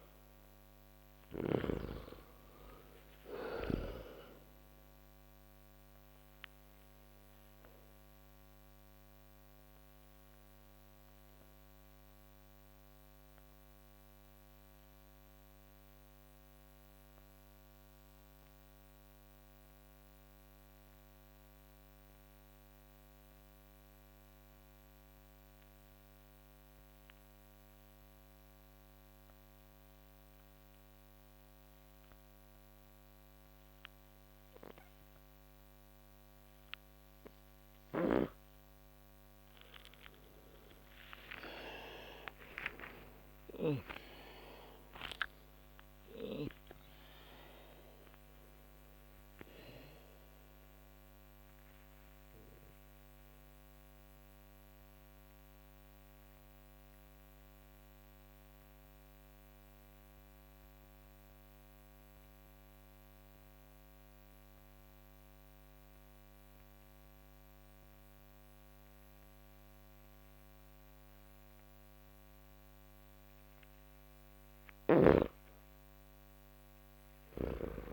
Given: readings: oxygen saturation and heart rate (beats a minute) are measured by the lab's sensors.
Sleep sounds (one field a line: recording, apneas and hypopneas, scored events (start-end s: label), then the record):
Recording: breathing in sleep by a microphone on the trachea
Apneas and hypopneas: 2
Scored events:
0.00-2.00 s: arousal
0.00-29.50 s: oxygen desaturation (device-marked, oxygen 85% lowest)
8.50-39.00 s: obstructive apnea (oxygen 99% before, 83% lowest)
37.50-43.50 s: snoring (device-marked)
38.50-71.50 s: oxygen desaturation (device-marked, oxygen 98% before, 83% lowest)
41.00-46.00 s: arousal
51.00-73.50 s: obstructive apnea (oxygen 98% before, 83% lowest)
76.00-77.92 s: arousal
76.50-77.92 s: snoring (device-marked)
From the record:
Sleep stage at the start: N2 (light sleep)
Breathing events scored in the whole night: 562 in 5.9 hours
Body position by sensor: on the back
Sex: male